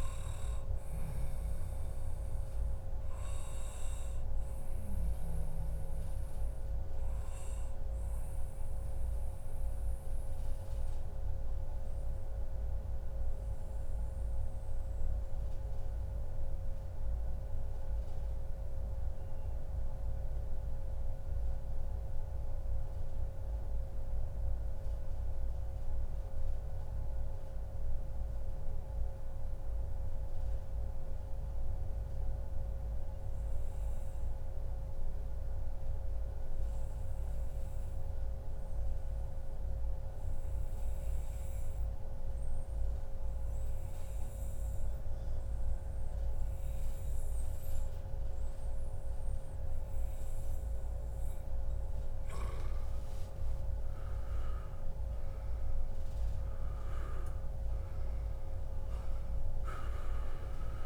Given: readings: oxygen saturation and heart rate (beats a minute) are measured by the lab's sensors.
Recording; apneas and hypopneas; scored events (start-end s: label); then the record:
breathing in sleep, hard to hear, by a room microphone; 1
0.00-19.00 s: oxygen desaturation (device-marked, oxygen 95% before, 91% lowest, heart rate 111 before, 92 extreme)
4.50-51.00 s: mixed apnea (oxygen 96% before, 91% lowest, heart rate 111 before, 92 extreme, up 40 after)
33.00-35.00 s: long interval between heartbeats (device-marked, heart rate 102 before, 108 extreme)
42.00-60.86 s: oxygen desaturation (device-marked, oxygen 98% before, 91% lowest, heart rate 104 before, 108 extreme)
52.00-56.00 s: arousal
From the record:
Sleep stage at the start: N2 (light sleep); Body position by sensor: on the back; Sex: male